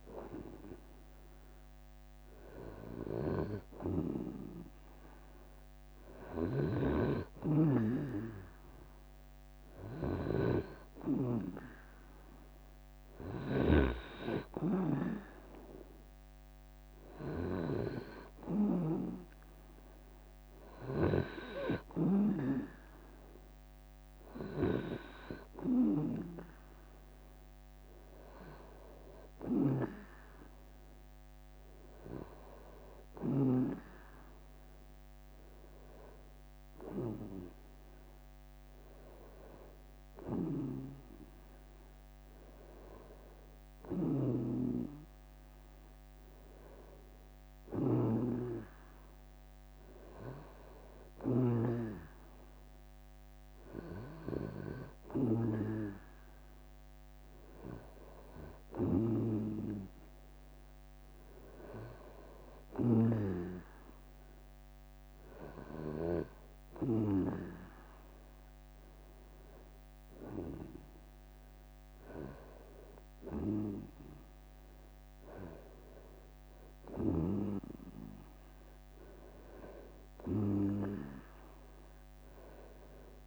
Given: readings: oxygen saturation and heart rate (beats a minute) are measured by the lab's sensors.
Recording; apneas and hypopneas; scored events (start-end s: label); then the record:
breathing in sleep by a microphone on the trachea; none
0.00-2.50 s: drop in pulse transit time (device-marked, heart rate 70 extreme)
1.50-3.50 s: long interval between heartbeats (device-marked, heart rate 74 before, 70 extreme)
13.50-24.50 s: drop in pulse transit time (device-marked, heart rate 74 before, 69 extreme)
47.00-51.00 s: snoring (device-marked)
63.50-79.50 s: drop in pulse transit time (device-marked, heart rate 72 before, 68 extreme)
From the record:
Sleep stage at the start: N2 (light sleep); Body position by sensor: on the right side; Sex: male